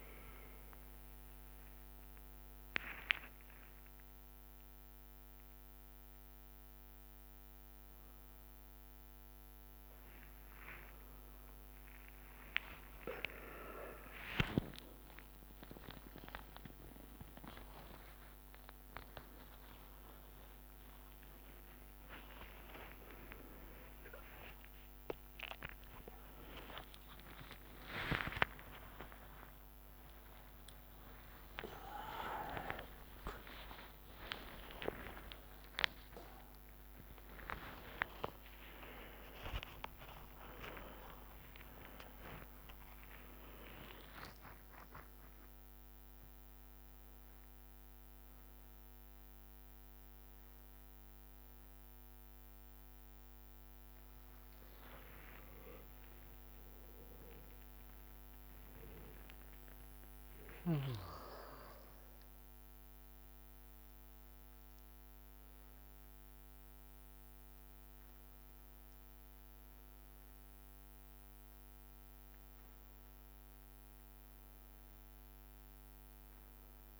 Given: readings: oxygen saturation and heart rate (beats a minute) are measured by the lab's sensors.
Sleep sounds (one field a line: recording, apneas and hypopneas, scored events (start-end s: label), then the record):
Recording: a person awake in a sleep study, by a microphone on the trachea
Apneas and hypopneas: none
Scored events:
1.50-7.50 s: bradycardia (device-marked)
12.50-16.50 s: tachycardia (device-marked, heart rate 95 before, 102 extreme)
14.00-16.00 s: long interval between heartbeats (device-marked, heart rate 72 before, 88 extreme)
22.50-24.50 s: long interval between heartbeats (device-marked, heart rate 72 before, 91 extreme)
23.50-44.50 s: tachycardia (device-marked, heart rate 95 before, 156 extreme)
26.50-28.50 s: long interval between heartbeats (device-marked, heart rate 81 before, 109 extreme)
29.00-31.00 s: long interval between heartbeats (device-marked, heart rate 90 before, 128 extreme)
30.50-39.50 s: drop in pulse transit time (device-marked, heart rate 99 before, 110 extreme)
33.50-35.50 s: long interval between heartbeats (device-marked, heart rate 106 before, 110 extreme)
37.00-39.00 s: long interval between heartbeats (device-marked, heart rate 110 before, 117 extreme)
40.50-42.50 s: long interval between heartbeats (device-marked, heart rate 113 before, 136 extreme)
42.50-44.50 s: long interval between heartbeats (device-marked, heart rate 118 before, 142 extreme)
58.50-69.50 s: drop in pulse transit time (device-marked, heart rate 103 before, 68 extreme)
From the record:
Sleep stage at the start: awake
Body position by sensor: on the back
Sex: male